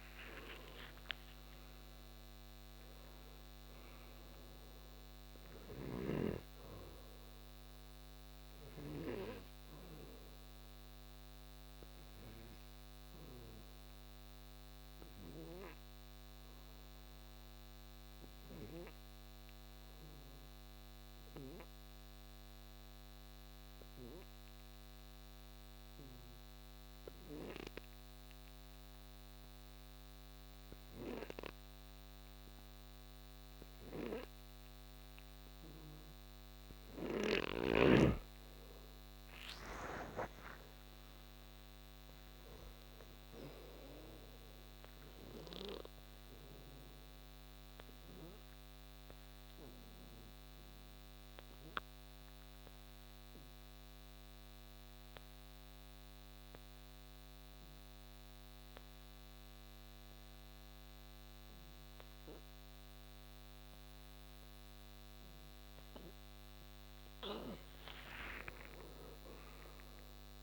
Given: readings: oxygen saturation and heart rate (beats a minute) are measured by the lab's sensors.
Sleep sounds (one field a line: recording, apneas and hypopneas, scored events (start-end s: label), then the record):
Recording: breathing in sleep by a microphone on the trachea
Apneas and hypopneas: 2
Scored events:
0.00-22.00 s: oxygen desaturation (device-marked, oxygen 86% lowest, heart rate 57 extreme)
7.50-37.00 s: obstructive apnea (oxygen 96% before, 86% lowest, heart rate 77 before, 57 extreme, up 10 after)
37.00-61.00 s: oxygen desaturation (device-marked, oxygen 97% before, 89% lowest, heart rate 61 before, 57 extreme)
39.00-43.00 s: arousal
46.50-66.00 s: obstructive apnea (oxygen 98% before, 87% lowest, heart rate 63 before, 57 extreme, up 12 after)
68.00-70.43 s: arousal
From the record:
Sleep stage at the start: N2 (light sleep)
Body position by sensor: on the right side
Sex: male